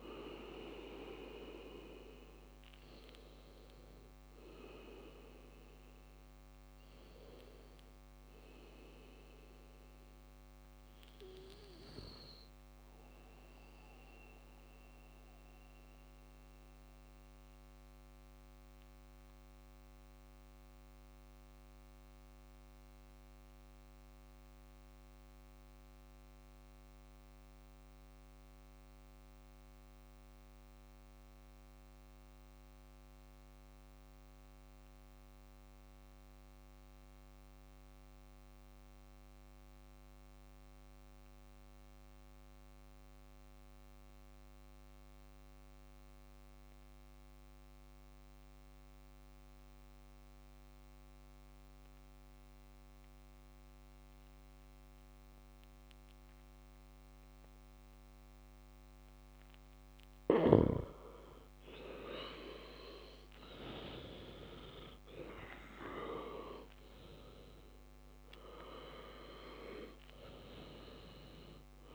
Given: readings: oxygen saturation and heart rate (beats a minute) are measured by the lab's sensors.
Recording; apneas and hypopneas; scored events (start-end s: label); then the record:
breathing in sleep by a microphone on the trachea; 1
0.00-9.00 s: oxygen desaturation (device-marked, oxygen 92% lowest, heart rate 65 extreme)
14.00-60.00 s: mixed apnea (oxygen 96% before, 92% lowest, heart rate 73 before, 62 extreme, up 10 after)
48.00-71.95 s: oxygen desaturation (device-marked, oxygen 100% before, 93% lowest, heart rate 67 before, 62 extreme)
63.00-66.50 s: arousal
From the record:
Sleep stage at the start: REM sleep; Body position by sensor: on the back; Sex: male